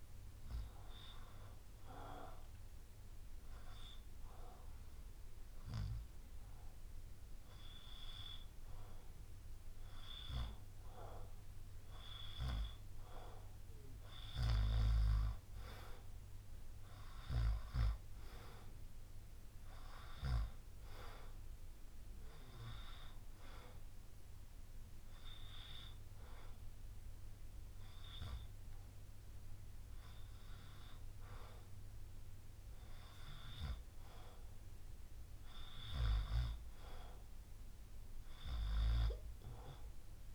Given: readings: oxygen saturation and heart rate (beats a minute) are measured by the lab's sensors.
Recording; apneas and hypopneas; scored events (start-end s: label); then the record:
breathing in sleep by a room microphone; 1
2.00-12.00 s: hypopnea (oxygen 97% before, 94% lowest, heart rate 63 before, 60 extreme)
17.50-21.00 s: arousal
From the record:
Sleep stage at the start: N2 (light sleep); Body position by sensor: on the back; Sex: male